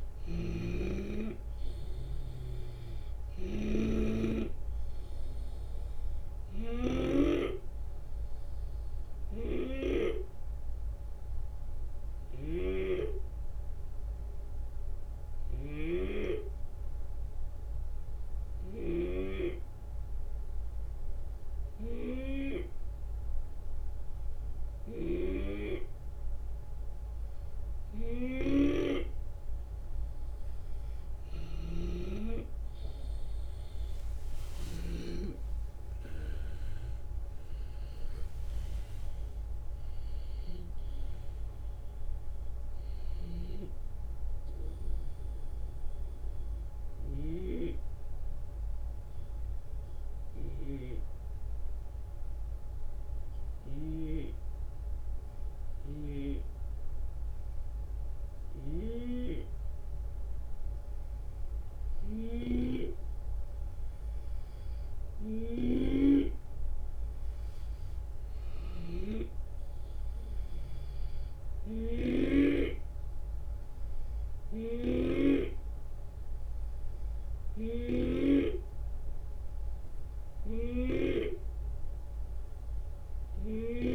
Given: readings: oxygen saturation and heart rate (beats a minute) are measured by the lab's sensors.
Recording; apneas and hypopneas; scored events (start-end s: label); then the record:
breathing in sleep by a room microphone; 2
0.00-2.00 s: arousal
0.00-7.00 s: snoring (device-marked)
0.00-11.00 s: drop in pulse transit time (device-marked, heart rate 74 extreme)
9.00-18.50 s: snoring (device-marked)
9.00-24.50 s: obstructive apnea (oxygen 93% before, 88% lowest, heart rate 75 before, 68 extreme, up 7 after)
24.50-34.50 s: snoring (device-marked)
32.00-47.00 s: drop in pulse transit time (device-marked, heart rate 70 before, 75 extreme)
33.00-38.50 s: arousal
42.50-53.50 s: snoring (device-marked)
46.50-60.50 s: hypopnea (oxygen 94% before, 90% lowest, heart rate 76 before, 68 extreme, up 5 after)
58.00-72.00 s: snoring (device-marked)
66.00-79.00 s: drop in pulse transit time (device-marked, heart rate 71 before, 72 extreme)
69.50-73.00 s: arousal
74.00-83.95 s: snoring (device-marked)
From the record:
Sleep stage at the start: N2 (light sleep); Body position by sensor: on the left side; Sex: male